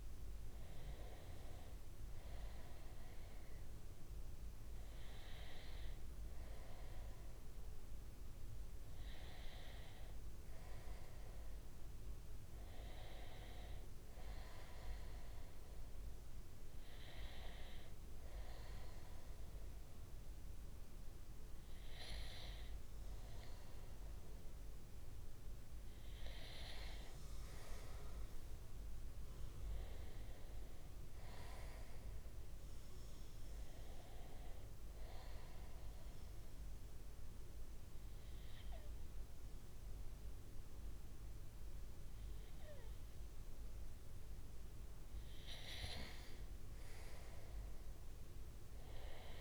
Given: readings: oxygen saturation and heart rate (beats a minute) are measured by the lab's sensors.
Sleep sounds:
breathing in sleep by a room microphone; 1
29.50-32.50 s: arousal
35.00-45.00 s: obstructive apnea (oxygen 96% before, 94% lowest, heart rate 66 before, 63 extreme, up 4 after)
48.00-49.41 s: arousal
From the record:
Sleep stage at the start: N2 (light sleep); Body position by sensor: on the front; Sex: male

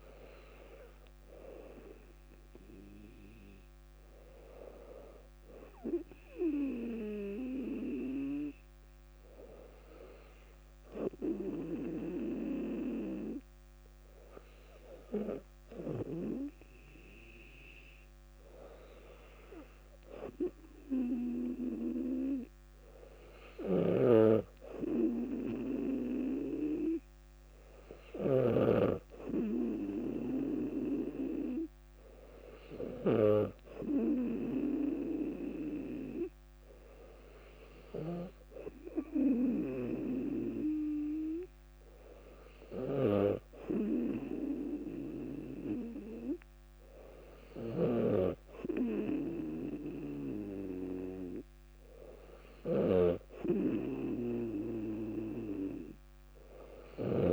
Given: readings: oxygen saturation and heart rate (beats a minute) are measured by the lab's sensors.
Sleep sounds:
breathing in sleep by a microphone on the trachea; none
22.00-42.00 s: drop in pulse transit time (device-marked, heart rate 62 before, 63 extreme)
24.00-29.00 s: snoring (device-marked)
From the record:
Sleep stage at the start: N2 (light sleep); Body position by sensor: on the back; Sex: female

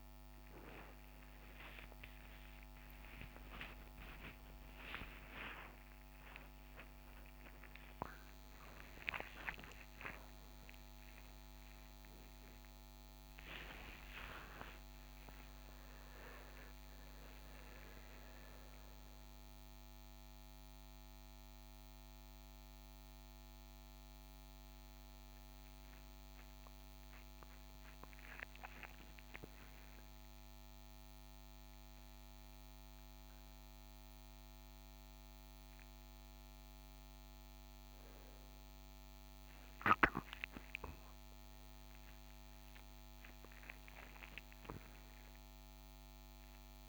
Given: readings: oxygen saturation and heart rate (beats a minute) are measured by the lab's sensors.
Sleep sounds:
a person awake in a sleep study, by a microphone on the trachea; none
none scored
From the record:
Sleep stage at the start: awake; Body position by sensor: on the right side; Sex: male

